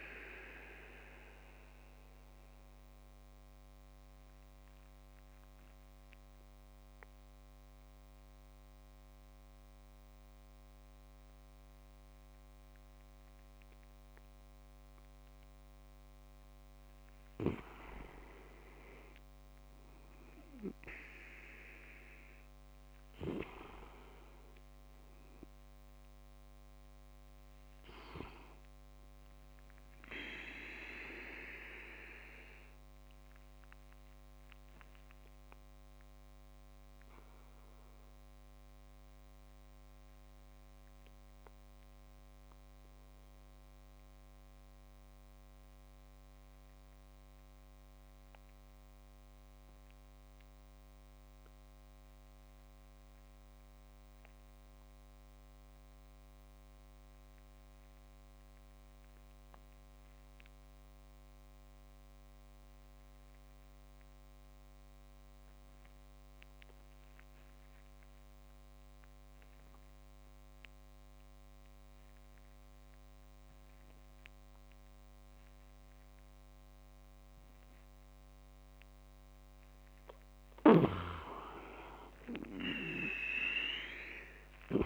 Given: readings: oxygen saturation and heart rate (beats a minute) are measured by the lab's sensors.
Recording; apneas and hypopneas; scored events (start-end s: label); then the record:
breathing in sleep by a microphone on the trachea; 2
0.00-10.50 s: oxygen desaturation (device-marked, oxygen 84% lowest, heart rate 61 extreme)
1.00-18.50 s: obstructive apnea (oxygen 94% before, 84% lowest, heart rate 77 before, 61 extreme, up 11 after)
21.00-25.00 s: arousal
31.50-78.00 s: obstructive apnea (oxygen 99% before, 91% lowest, heart rate 68 before, 49 extreme, up 37 after)
68.50-81.50 s: oxygen desaturation (device-marked, oxygen 98% before, 94% lowest, heart rate 79 before, 49 extreme)
80.00-84.86 s: snoring (device-marked)
82.00-84.86 s: arousal
From the record:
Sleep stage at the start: REM sleep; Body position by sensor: on the back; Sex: male